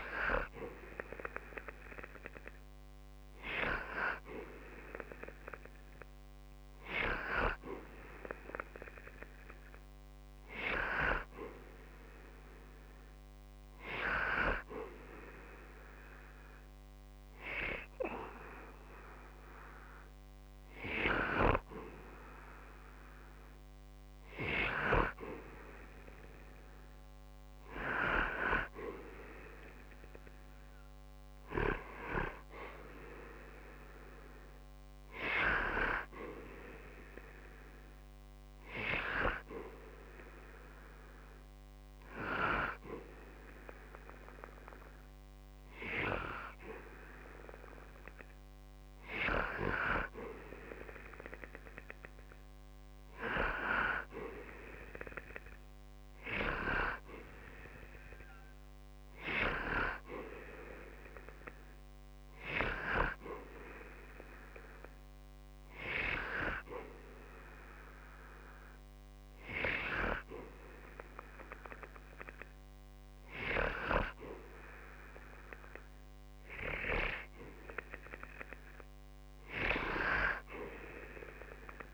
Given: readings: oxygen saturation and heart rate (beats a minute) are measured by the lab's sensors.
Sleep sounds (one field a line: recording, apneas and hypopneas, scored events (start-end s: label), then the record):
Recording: breathing in sleep by a microphone on the trachea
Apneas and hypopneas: 2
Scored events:
30.50-34.00 s: arousal
37.00-48.00 s: hypopnea (oxygen 93% before, 90% lowest, heart rate 63 before, 60 extreme, up 0 after)
50.50-55.00 s: arousal
66.00-77.00 s: hypopnea (oxygen 94% before, 90% lowest, heart rate 60 before, 60 extreme, up 0 after)
79.00-81.94 s: arousal
From the record:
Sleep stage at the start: N2 (light sleep)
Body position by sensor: on the back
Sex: male